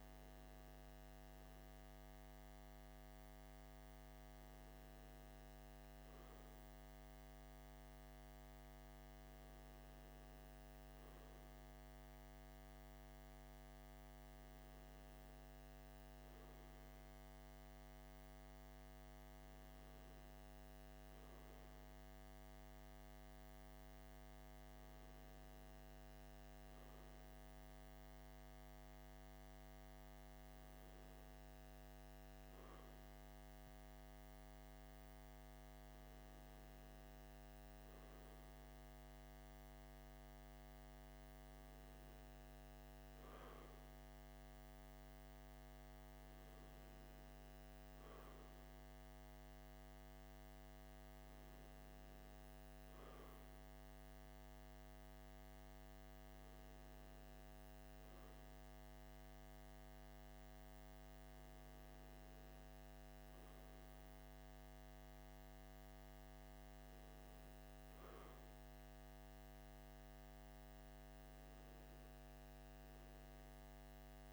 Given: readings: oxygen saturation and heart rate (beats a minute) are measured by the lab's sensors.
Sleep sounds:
breathing in sleep, hard to hear, by a microphone on the trachea; none
none scored
From the record:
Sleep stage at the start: N2 (light sleep); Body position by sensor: on the left side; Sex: male

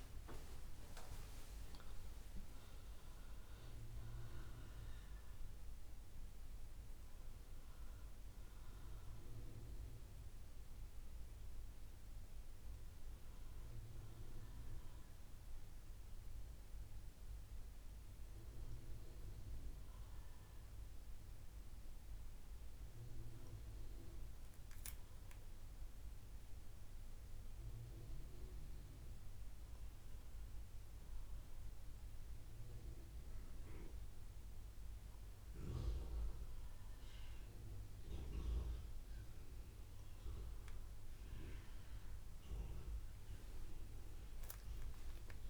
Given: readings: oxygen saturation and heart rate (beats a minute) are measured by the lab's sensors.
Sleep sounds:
breathing in sleep by a room microphone; none
0.00-3.00 s: arousal
43.00-45.50 s: arousal
From the record:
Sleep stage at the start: N2 (light sleep); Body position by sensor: on the right side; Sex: female

